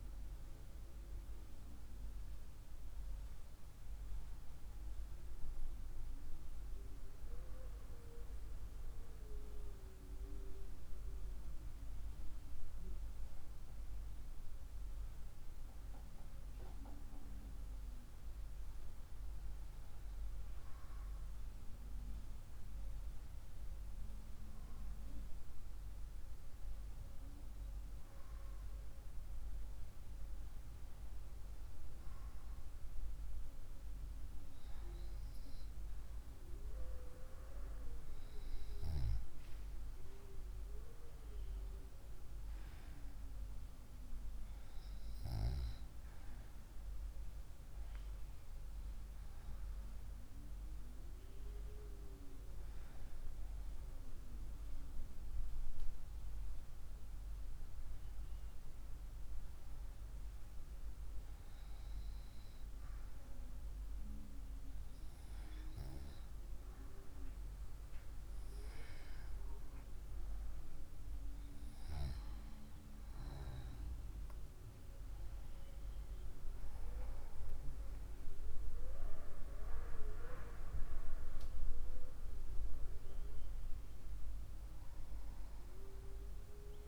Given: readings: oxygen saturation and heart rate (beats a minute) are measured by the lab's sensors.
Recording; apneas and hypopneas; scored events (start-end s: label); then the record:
a person partly awake in a sleep study, by a room microphone; none
26.50-86.88 s: new sleep stage, N1 (lightest sleep)
From the record:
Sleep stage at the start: awake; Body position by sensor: on the right side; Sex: female